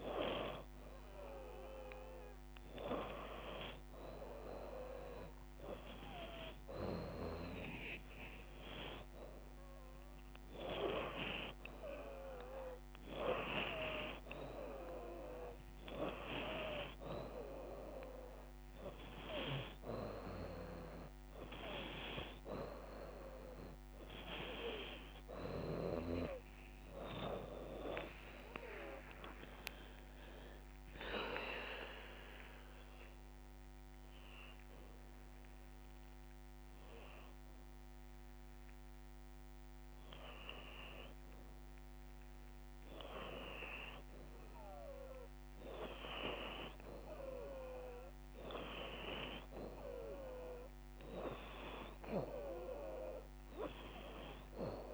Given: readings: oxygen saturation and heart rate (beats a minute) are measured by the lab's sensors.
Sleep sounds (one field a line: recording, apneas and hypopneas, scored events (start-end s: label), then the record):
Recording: breathing in sleep by a microphone on the trachea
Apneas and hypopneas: 1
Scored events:
20.00-26.00 s: oxygen desaturation (device-marked, oxygen 94% before, 89% lowest, heart rate 89 before, 77 extreme)
24.00-28.00 s: arousal
31.50-42.50 s: hypopnea (oxygen 94% before, 88% lowest, heart rate 90 before, 77 extreme, up 11 after)
33.00-43.00 s: drop in pulse transit time (device-marked, heart rate 90 before, 77 extreme)
35.00-53.00 s: oxygen desaturation (device-marked, oxygen 91% before, 88% lowest, heart rate 91 before, 77 extreme)
46.00-51.00 s: arousal
From the record:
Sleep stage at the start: N2 (light sleep)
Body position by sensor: upright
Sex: female